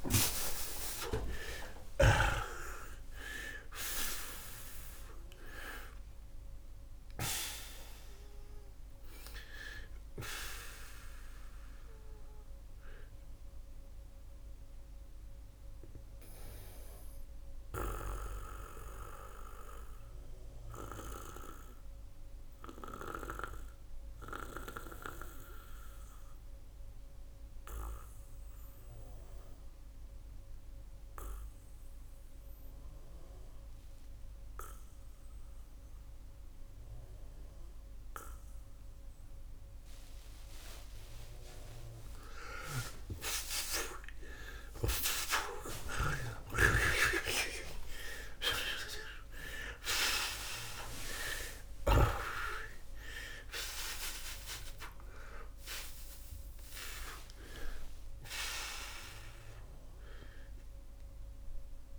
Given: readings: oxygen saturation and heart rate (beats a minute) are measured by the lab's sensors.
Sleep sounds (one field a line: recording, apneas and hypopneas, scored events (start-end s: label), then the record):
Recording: breathing in sleep by a room microphone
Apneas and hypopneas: 1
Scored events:
3.50-40.50 s: oxygen desaturation (device-marked, oxygen 92% before, 78% lowest, heart rate 83 before, 63 extreme)
11.00-42.00 s: mixed apnea (oxygen 92% before, 77% lowest, heart rate 99 before, 63 extreme, up 42 after)
43.50-47.00 s: arousal
50.50-61.99 s: oxygen desaturation (device-marked, oxygen 93% before, 77% lowest, heart rate 79 before, 69 extreme)
From the record:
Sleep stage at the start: N2 (light sleep)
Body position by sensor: on the back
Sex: male